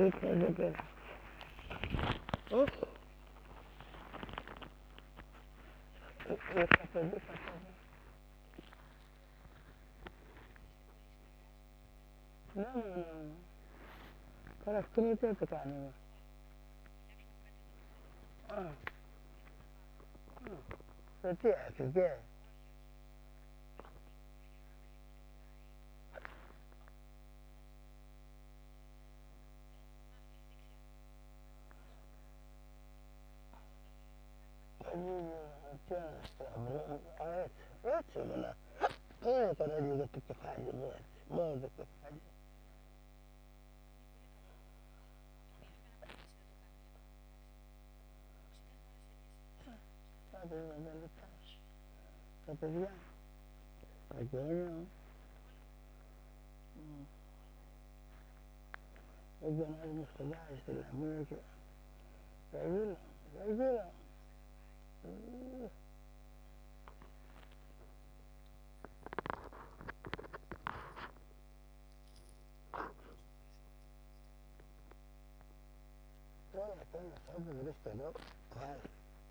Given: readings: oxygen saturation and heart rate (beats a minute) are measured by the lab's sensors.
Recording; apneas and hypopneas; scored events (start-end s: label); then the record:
a person awake in a sleep study, by a microphone on the trachea; none
none scored
From the record:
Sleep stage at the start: awake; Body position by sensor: on the back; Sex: female